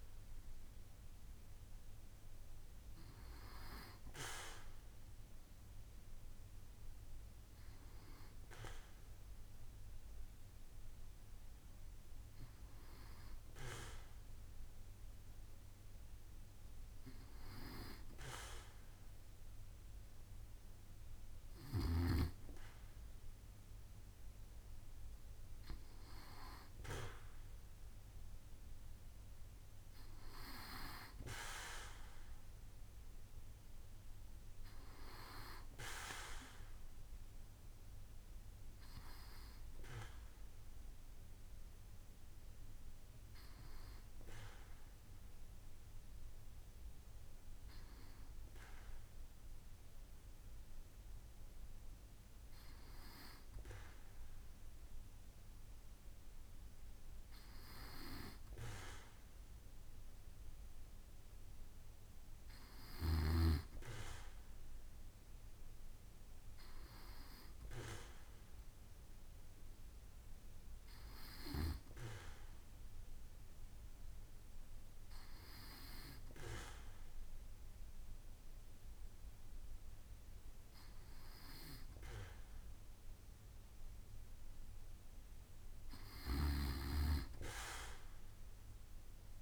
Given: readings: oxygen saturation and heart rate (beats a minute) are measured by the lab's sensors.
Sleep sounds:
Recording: breathing in sleep by a room microphone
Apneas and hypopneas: none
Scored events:
none scored
From the record:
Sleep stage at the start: N2 (light sleep)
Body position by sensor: on the back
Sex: male

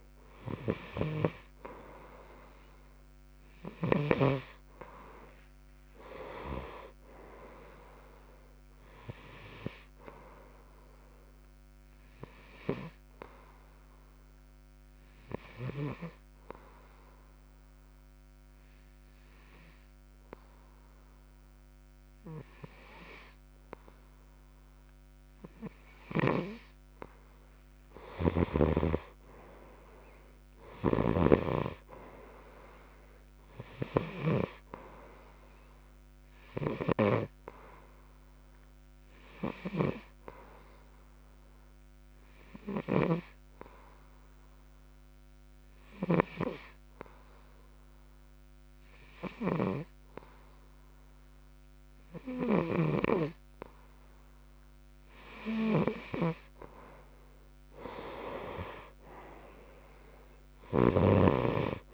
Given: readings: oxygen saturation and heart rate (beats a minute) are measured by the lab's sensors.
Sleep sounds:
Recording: breathing in sleep by a microphone on the trachea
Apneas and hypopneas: 2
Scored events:
12.50-30.50 s: oxygen desaturation (device-marked, oxygen 95% before, 92% lowest)
16.00-27.50 s: obstructive apnea (oxygen 96% before, 91% lowest)
28.50-32.00 s: snoring (device-marked)
30.00-34.00 s: arousal
40.50-54.50 s: hypopnea (oxygen 96% before, 91% lowest)
57.50-61.94 s: arousal
From the record:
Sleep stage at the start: N2 (light sleep)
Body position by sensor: on the right side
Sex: male

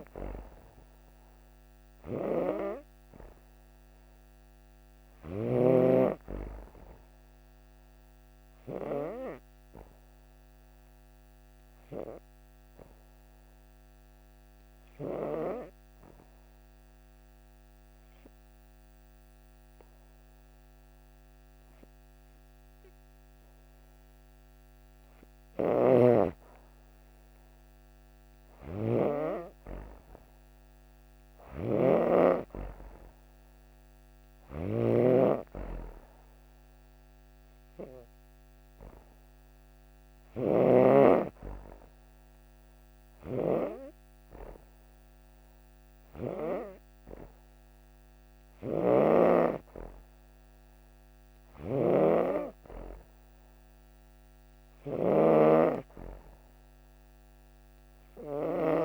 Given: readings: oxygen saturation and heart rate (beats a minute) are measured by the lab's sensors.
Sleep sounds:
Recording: breathing in sleep by a microphone on the trachea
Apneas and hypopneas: 1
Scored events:
0.00-22.50 s: oxygen desaturation (device-marked, oxygen 91% lowest)
8.50-22.50 s: hypopnea (oxygen 97% before, 91% lowest)
24.50-28.00 s: arousal
25.50-29.00 s: snoring (device-marked)
31.00-40.50 s: snoring (device-marked)
50.50-58.85 s: oxygen desaturation (device-marked, oxygen 95% before, 92% lowest)
51.00-58.85 s: snoring (device-marked)
From the record:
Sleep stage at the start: N2 (light sleep)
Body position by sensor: on the back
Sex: female

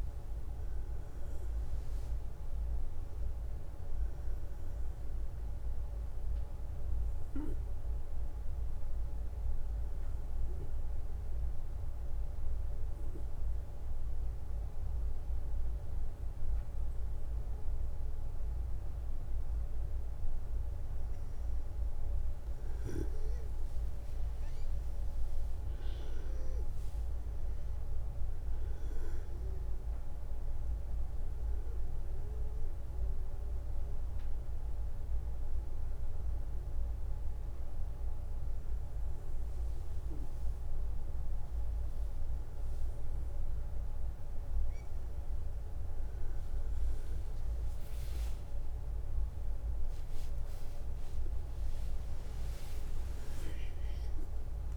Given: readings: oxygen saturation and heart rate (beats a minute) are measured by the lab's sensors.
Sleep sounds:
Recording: breathing in sleep, hard to hear, by a room microphone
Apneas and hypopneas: 1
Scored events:
9.00-20.00 s: obstructive apnea (oxygen 96% before, 92% lowest, heart rate 69 before, 59 extreme, up 7 after)
21.00-24.50 s: arousal
22.00-44.00 s: oxygen desaturation (device-marked, oxygen 96% before, 92% lowest, heart rate 65 before, 59 extreme)
45.00-50.00 s: arousal
From the record:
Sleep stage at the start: N1 (lightest sleep)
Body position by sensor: on the back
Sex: male

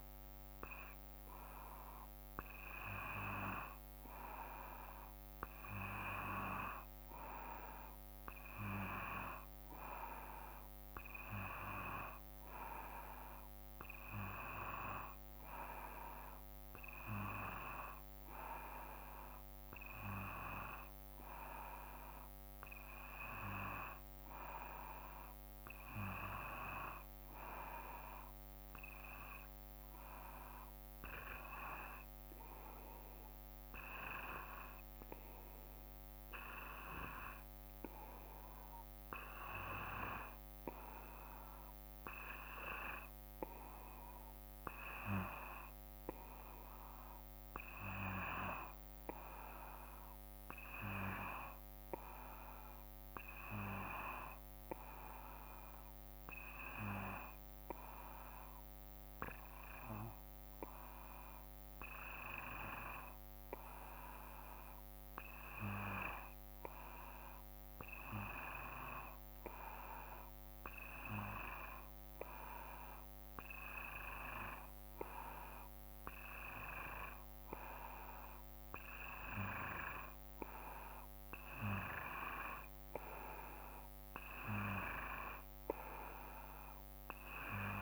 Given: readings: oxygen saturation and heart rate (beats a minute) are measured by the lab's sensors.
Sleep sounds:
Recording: breathing in sleep by a microphone on the trachea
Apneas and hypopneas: none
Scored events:
6.50-8.50 s: long interval between heartbeats (device-marked, heart rate 56 before, 66 extreme)
32.00-34.00 s: long interval between heartbeats (device-marked, heart rate 57 before, 65 extreme)
From the record:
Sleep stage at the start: N2 (light sleep)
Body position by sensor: on the back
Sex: male

